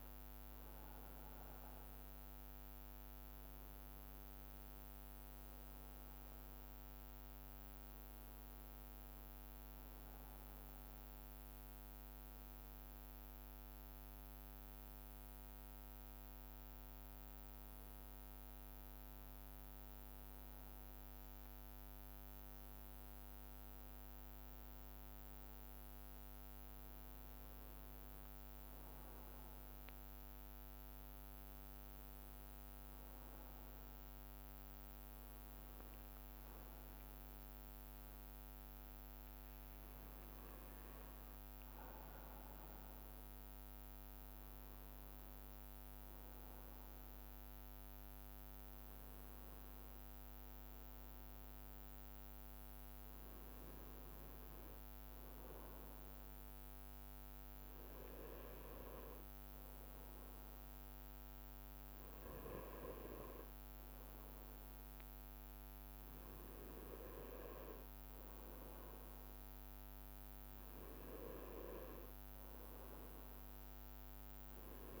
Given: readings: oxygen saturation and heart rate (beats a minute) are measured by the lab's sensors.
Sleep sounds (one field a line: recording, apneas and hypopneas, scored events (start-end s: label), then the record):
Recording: breathing in sleep, hard to hear, by a microphone on the trachea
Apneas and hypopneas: none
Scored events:
3.50-13.50 s: bradycardia (device-marked, heart rate 30 before, 46 extreme)
4.50-6.50 s: long interval between heartbeats (device-marked, heart rate 51 before, 67 extreme)
4.50-18.50 s: drop in pulse transit time (device-marked, heart rate 51 before, 46 extreme)
7.00-9.00 s: long interval between heartbeats (device-marked, heart rate 54 before, 56 extreme)
11.00-13.00 s: long interval between heartbeats (device-marked, heart rate 59 before, 46 extreme)
22.50-39.50 s: bradycardia (device-marked, heart rate 33 before, 35 extreme)
23.50-25.50 s: long interval between heartbeats (device-marked, heart rate 59 before, 63 extreme)
28.00-30.00 s: long interval between heartbeats (device-marked, heart rate 58 before, 55 extreme)
31.00-33.00 s: long interval between heartbeats (device-marked, heart rate 57 before, 48 extreme)
32.50-43.50 s: drop in pulse transit time (device-marked, heart rate 57 before, 35 extreme)
34.50-36.50 s: long interval between heartbeats (device-marked, heart rate 56 before, 37 extreme)
37.50-41.00 s: arousal
47.50-60.50 s: bradycardia (device-marked, heart rate 36 before, 51 extreme)
49.00-51.00 s: long interval between heartbeats (device-marked, heart rate 53 before, 66 extreme)
66.50-75.00 s: bradycardia (device-marked, heart rate 38 before, 45 extreme)
71.50-73.50 s: long interval between heartbeats (device-marked, heart rate 57 before, 54 extreme)
From the record:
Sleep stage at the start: N2 (light sleep)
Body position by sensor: on the right side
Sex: male